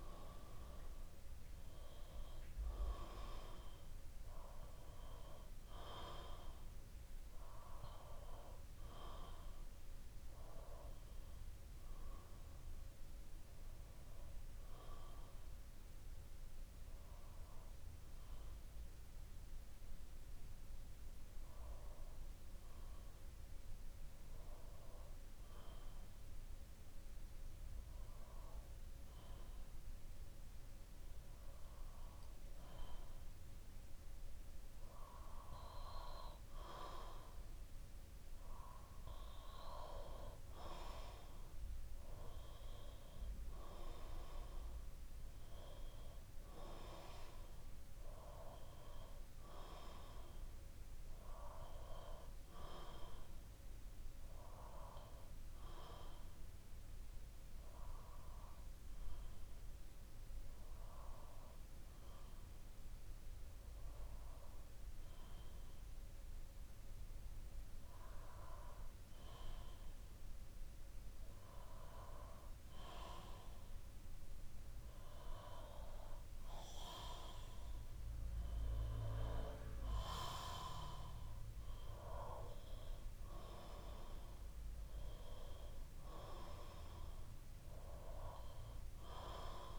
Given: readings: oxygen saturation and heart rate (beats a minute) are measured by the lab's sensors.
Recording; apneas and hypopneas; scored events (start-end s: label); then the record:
breathing in sleep by a room microphone; 2
12.50-36.00 s: obstructive apnea (oxygen 96% before, 93% lowest, heart rate 61 before, 59 extreme, up 3 after)
28.00-32.00 s: bradycardia (device-marked, heart rate 64 before, 59 extreme)
41.00-45.00 s: arousal
54.50-71.50 s: obstructive apnea (oxygen 96% before, 94% lowest, heart rate 61 before, 59 extreme, up 2 after)
76.50-80.00 s: arousal
From the record:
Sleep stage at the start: N2 (light sleep); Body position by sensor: on the back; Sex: male